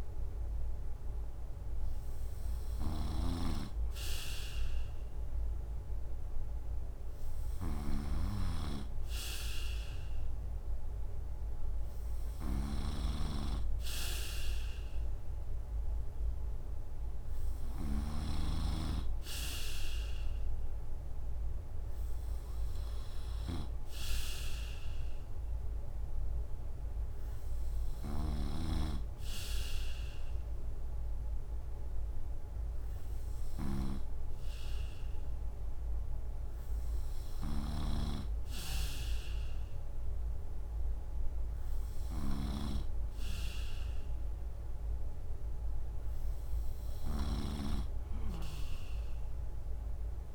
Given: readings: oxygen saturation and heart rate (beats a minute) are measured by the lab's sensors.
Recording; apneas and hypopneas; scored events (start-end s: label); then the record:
breathing in sleep by a room microphone; none
0.00-18.00 s: snoring (device-marked)
28.00-50.34 s: snoring (device-marked)
From the record:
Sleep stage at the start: N2 (light sleep); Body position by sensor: on the right side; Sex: male